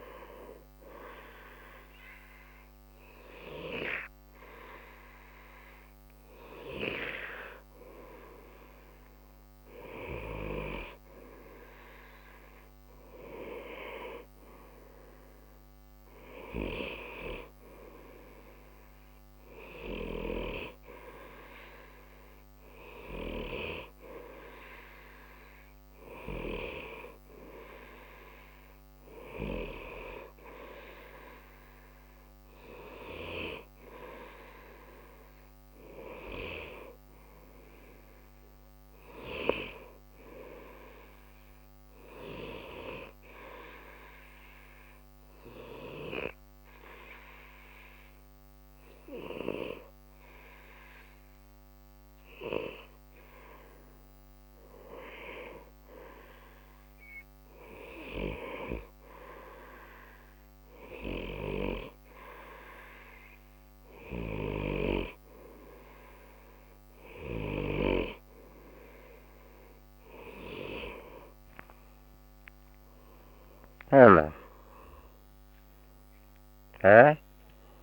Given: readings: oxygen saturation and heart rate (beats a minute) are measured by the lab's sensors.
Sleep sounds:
breathing in sleep by a microphone on the trachea; none
58.50-77.83 s: new sleep stage, awake
From the record:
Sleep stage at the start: N2 (light sleep); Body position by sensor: on the right side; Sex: male

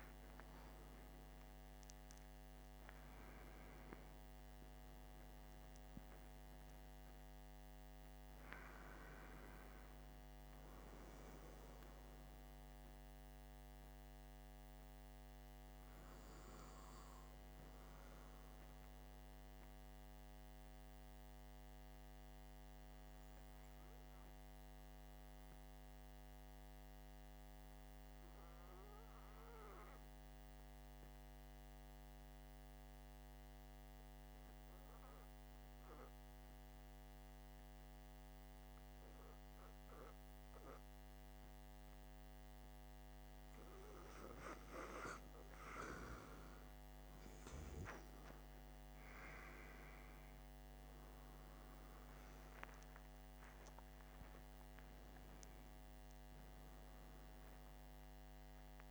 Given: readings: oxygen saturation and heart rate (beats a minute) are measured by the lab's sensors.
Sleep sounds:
breathing in sleep, hard to hear, by a microphone on the trachea; 1
19.50-31.50 s: oxygen desaturation (device-marked, oxygen 96% before, 89% lowest, heart rate 65 before, 49 extreme)
19.50-44.50 s: hypopnea (oxygen 97% before, 89% lowest, heart rate 65 before, 49 extreme, up 15 after)
48.50-53.50 s: arousal
From the record:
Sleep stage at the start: REM sleep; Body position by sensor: on the back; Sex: male

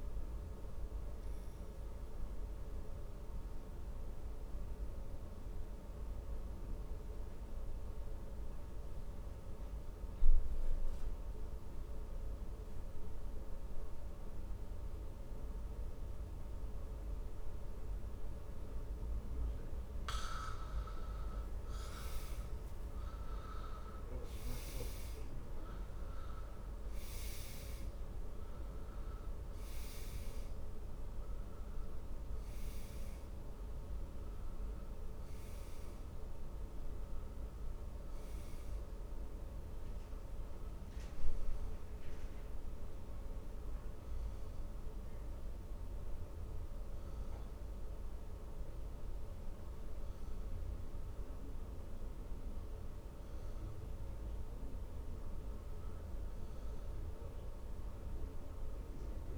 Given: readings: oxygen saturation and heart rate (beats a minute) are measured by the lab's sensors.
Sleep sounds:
breathing in sleep, hard to hear, by a room microphone; 1
0.00-11.50 s: oxygen desaturation (device-marked, oxygen 89% lowest, heart rate 54 extreme)
3.00-21.00 s: obstructive apnea (oxygen 96% before, 87% lowest, heart rate 60 before, 54 extreme, up 12 after)
24.00-28.00 s: arousal
29.50-59.38 s: oxygen desaturation (device-marked, oxygen 97% before, 87% lowest, heart rate 58 before, 54 extreme)
33.50-59.38 s: new sleep stage, N1 (lightest sleep)
From the record:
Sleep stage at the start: N2 (light sleep); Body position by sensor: on the back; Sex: male

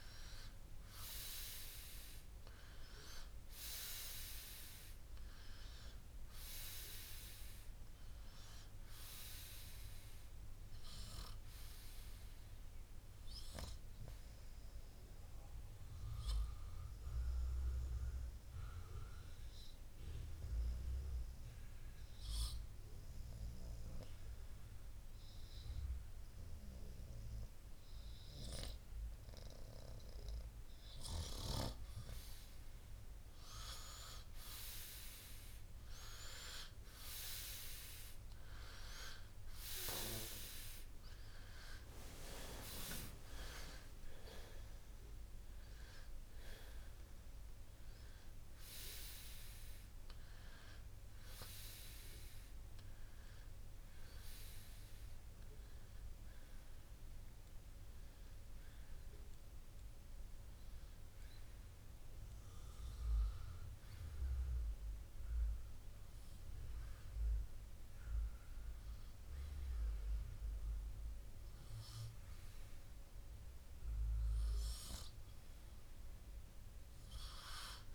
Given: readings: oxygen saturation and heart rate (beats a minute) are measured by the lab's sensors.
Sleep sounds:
breathing in sleep by a room microphone; 2
2.50-29.50 s: oxygen desaturation (device-marked, oxygen 96% before, 91% lowest, heart rate 60 before, 54 extreme)
15.00-29.50 s: obstructive apnea (oxygen 96% before, 91% lowest, heart rate 62 before, 54 extreme, up 2 after)
32.50-36.00 s: arousal
43.50-58.50 s: oxygen desaturation (device-marked, oxygen 96% before, 92% lowest, heart rate 60 before, 52 extreme)
55.50-69.00 s: hypopnea (oxygen 96% before, 92% lowest, heart rate 65 before, 52 extreme, up 2 after)
72.50-75.50 s: arousal
From the record:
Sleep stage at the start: N2 (light sleep); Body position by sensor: on the right side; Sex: male

